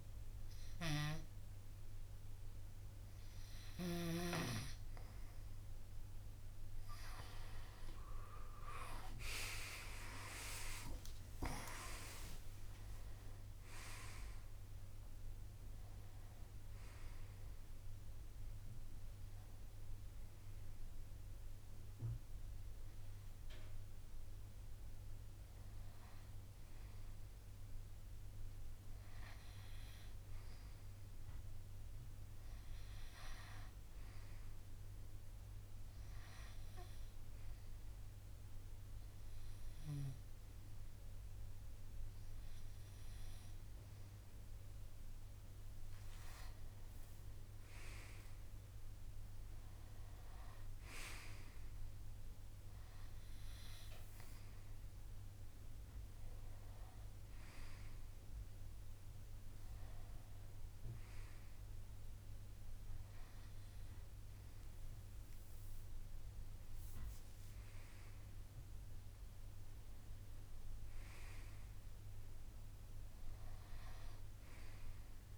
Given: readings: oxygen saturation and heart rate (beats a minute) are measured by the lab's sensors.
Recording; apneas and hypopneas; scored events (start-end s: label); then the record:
breathing in sleep by a room microphone; 1
8.50-12.50 s: arousal
36.00-47.50 s: obstructive apnea (oxygen 92% before, 92% lowest, heart rate 170 before, 145 extreme)
49.50-53.00 s: arousal
From the record:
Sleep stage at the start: N2 (light sleep); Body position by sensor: on the right side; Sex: male